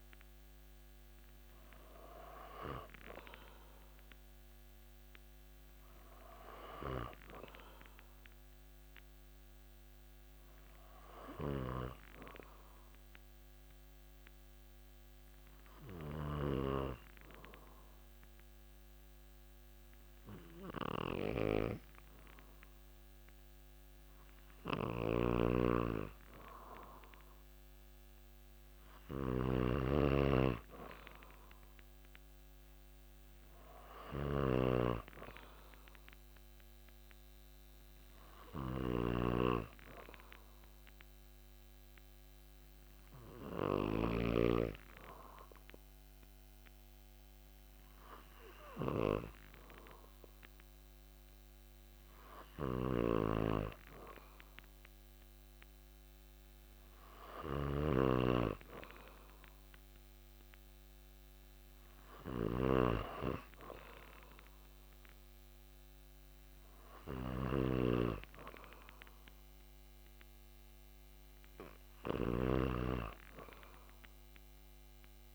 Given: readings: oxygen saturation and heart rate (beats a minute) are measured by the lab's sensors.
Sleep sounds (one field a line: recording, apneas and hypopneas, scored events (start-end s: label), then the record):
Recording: breathing in sleep by a microphone on the trachea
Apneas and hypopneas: 2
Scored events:
8.00-21.50 s: hypopnea (oxygen 97% before, 94% lowest)
25.00-29.00 s: arousal
25.00-44.00 s: snoring (device-marked)
40.00-54.00 s: hypopnea (oxygen 97% before, 94% lowest)
52.50-75.35 s: snoring (device-marked)
58.00-62.00 s: arousal
From the record:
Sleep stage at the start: N2 (light sleep)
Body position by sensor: on the back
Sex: male